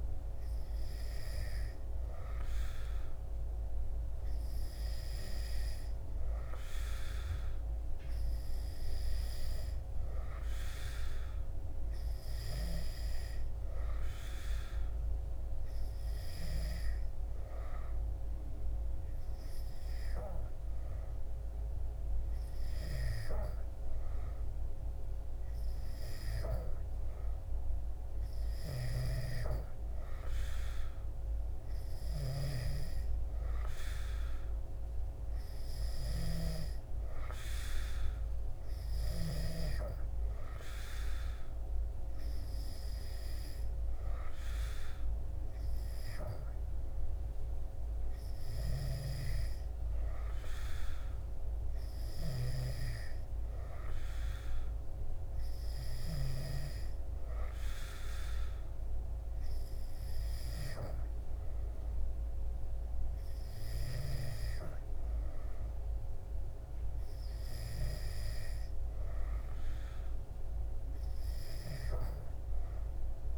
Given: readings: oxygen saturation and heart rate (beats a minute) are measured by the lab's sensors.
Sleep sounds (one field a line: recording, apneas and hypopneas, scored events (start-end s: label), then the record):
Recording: breathing in sleep by a room microphone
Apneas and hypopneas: none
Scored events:
46.00-73.38 s: new sleep stage, N3 (deep sleep)
From the record:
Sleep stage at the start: N2 (light sleep)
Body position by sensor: on the back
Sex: male